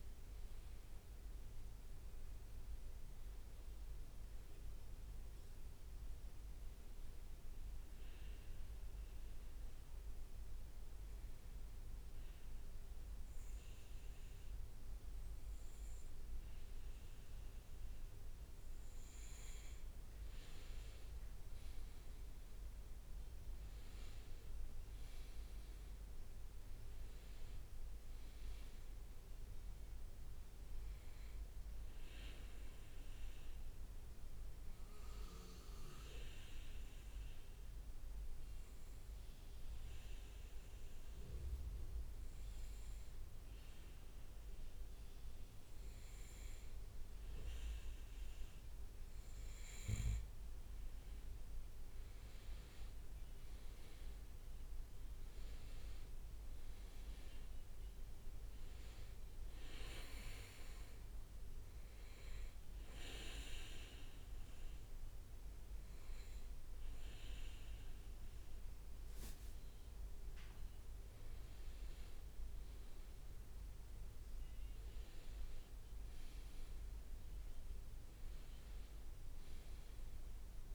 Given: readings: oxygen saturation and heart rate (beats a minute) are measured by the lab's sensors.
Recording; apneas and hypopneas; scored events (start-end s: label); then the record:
breathing in sleep by a room microphone; 3
8.00-18.50 s: obstructive apnea (oxygen 99% before, 95% lowest, heart rate 65 before, 61 extreme, up 7 after)
21.00-25.00 s: arousal
25.00-42.00 s: oxygen desaturation (device-marked, oxygen 99% before, 95% lowest, heart rate 63 before, 63 extreme)
32.50-45.50 s: obstructive apnea (oxygen 99% before, 95% lowest, heart rate 65 before, 63 extreme, up 3 after)
49.00-73.00 s: oxygen desaturation (device-marked, oxygen 99% before, 95% lowest, heart rate 64 before, 60 extreme)
50.50-55.00 s: arousal
60.50-71.00 s: hypopnea (oxygen 99% before, 93% lowest, heart rate 65 before, 60 extreme, up 4 after)
68.50-70.00 s: leg movement (device-marked)
75.00-80.00 s: arousal
From the record:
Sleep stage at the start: N2 (light sleep); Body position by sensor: on the back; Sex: male